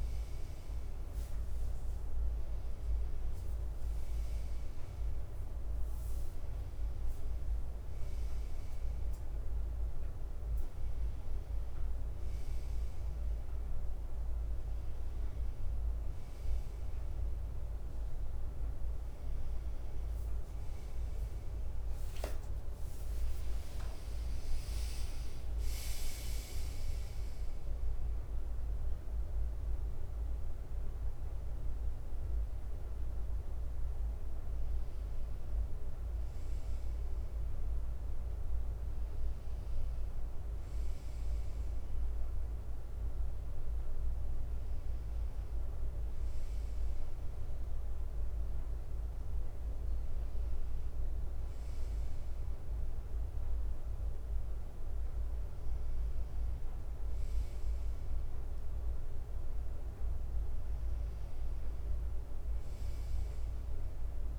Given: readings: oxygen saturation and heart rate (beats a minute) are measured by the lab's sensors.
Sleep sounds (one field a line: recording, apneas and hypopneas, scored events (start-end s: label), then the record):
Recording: breathing in sleep, hard to hear, by a room microphone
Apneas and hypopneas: none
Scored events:
2.50-6.50 s: leg movement (device-marked)
7.50-11.50 s: leg movement (device-marked)
18.00-21.50 s: leg movement (device-marked)
21.50-29.50 s: leg movement (device-marked)
28.00-41.00 s: drop in pulse transit time (device-marked, heart rate 65 before, 62 extreme)
31.00-33.00 s: leg movement (device-marked)
From the record:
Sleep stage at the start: N2 (light sleep)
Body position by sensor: on the right side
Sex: male